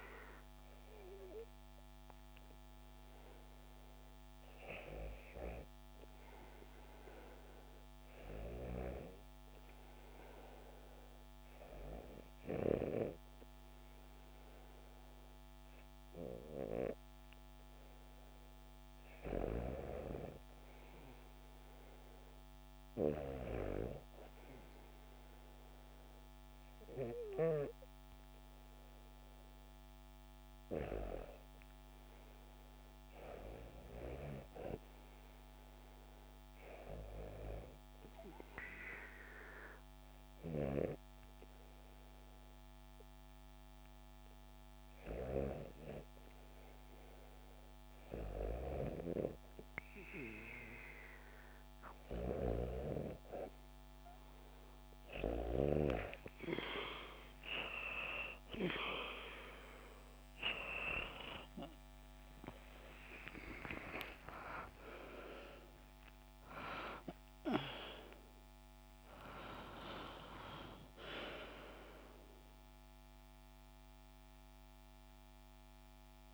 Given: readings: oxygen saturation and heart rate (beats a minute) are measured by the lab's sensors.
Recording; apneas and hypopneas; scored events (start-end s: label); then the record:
breathing in sleep by a microphone on the trachea; 2
8.00-19.50 s: hypopnea (oxygen 95% before, 94% lowest, heart rate 74 before, 73 extreme, up 2 after)
24.50-28.00 s: arousal
37.00-49.00 s: hypopnea (oxygen 96% before, 94% lowest, heart rate 74 before, 74 extreme, up 5 after)
62.00-76.34 s: new sleep stage, awake
From the record:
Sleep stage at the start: REM sleep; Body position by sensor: on the back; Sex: female